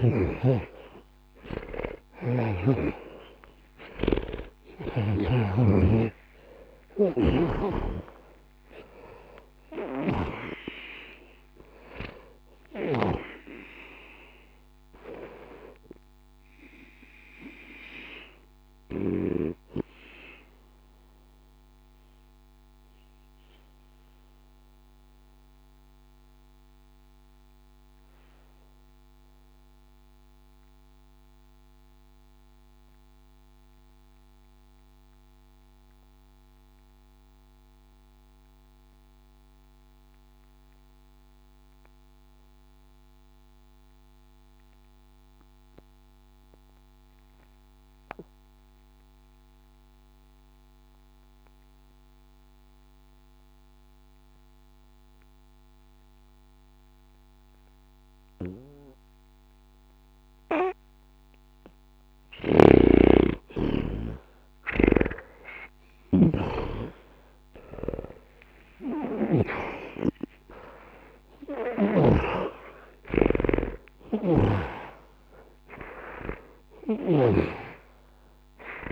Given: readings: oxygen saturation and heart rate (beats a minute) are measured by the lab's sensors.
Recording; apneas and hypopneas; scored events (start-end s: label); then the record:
breathing in sleep by a microphone on the trachea; 1
0.00-5.50 s: snoring (device-marked)
0.00-39.50 s: oxygen desaturation (device-marked, oxygen 75% lowest, heart rate 60 extreme)
2.00-8.50 s: arousal
21.00-61.50 s: obstructive apnea (oxygen 93% before, 74% lowest, heart rate 101 before, 60 extreme, up 50 after)
60.50-78.92 s: oxygen desaturation (device-marked, oxygen 99% before, 74% lowest, heart rate 60 before, 60 extreme)
62.00-72.00 s: snoring (device-marked)
65.00-69.50 s: arousal
From the record:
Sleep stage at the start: N2 (light sleep); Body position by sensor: on the back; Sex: male